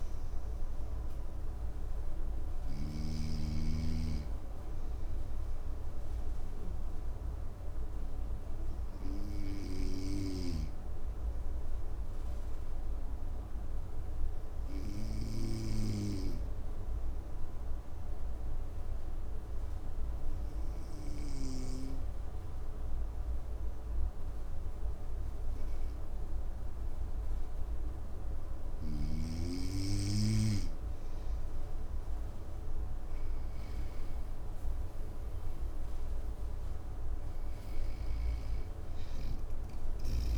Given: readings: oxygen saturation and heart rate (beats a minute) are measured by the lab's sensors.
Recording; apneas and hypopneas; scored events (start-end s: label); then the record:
breathing in sleep by a room microphone; 1
0.00-3.00 s: snoring (device-marked)
0.00-15.00 s: oxygen desaturation (device-marked, oxygen 93% lowest, heart rate 54 extreme)
11.50-28.00 s: obstructive apnea (oxygen 97% before, 93% lowest, heart rate 60 before, 54 extreme, up 7 after)
31.50-35.50 s: arousal
From the record:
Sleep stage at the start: N2 (light sleep); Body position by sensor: on the right side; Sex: male